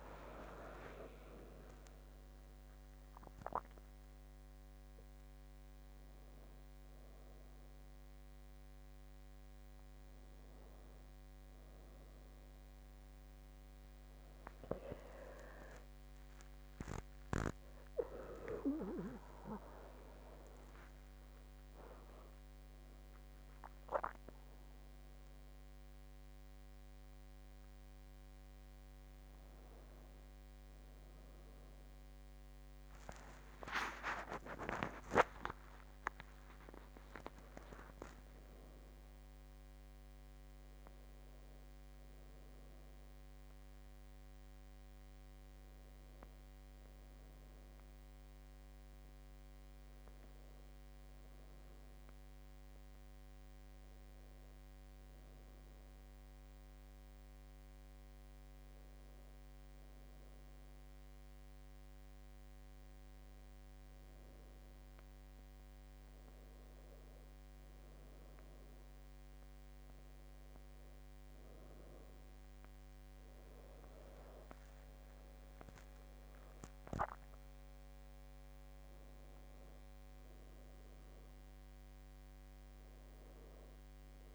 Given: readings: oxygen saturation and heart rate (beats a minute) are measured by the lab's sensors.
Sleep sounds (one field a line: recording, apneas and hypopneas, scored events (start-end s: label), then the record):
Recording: a person awake in a sleep study, by a microphone on the trachea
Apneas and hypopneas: none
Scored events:
51.50-84.35 s: new sleep stage, N1 (lightest sleep)
70.50-84.35 s: oxygen desaturation (device-marked, oxygen 97% before, 94% lowest, heart rate 74 before, 71 extreme)
From the record:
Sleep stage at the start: awake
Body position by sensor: on the back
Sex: female